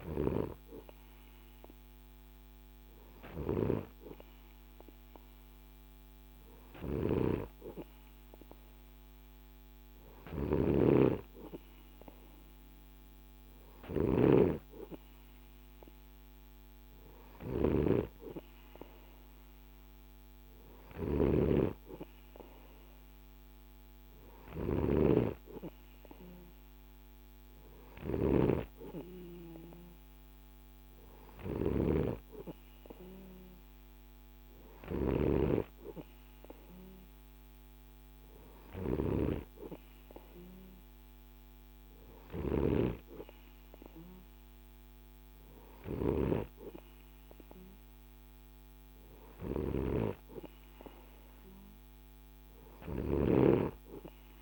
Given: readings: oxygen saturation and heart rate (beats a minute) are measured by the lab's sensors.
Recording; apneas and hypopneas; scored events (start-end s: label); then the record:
breathing in sleep by a microphone on the trachea; none
6.00-34.50 s: snoring (device-marked)
48.50-54.42 s: snoring (device-marked)
From the record:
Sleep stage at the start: N2 (light sleep); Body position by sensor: on the right side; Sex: male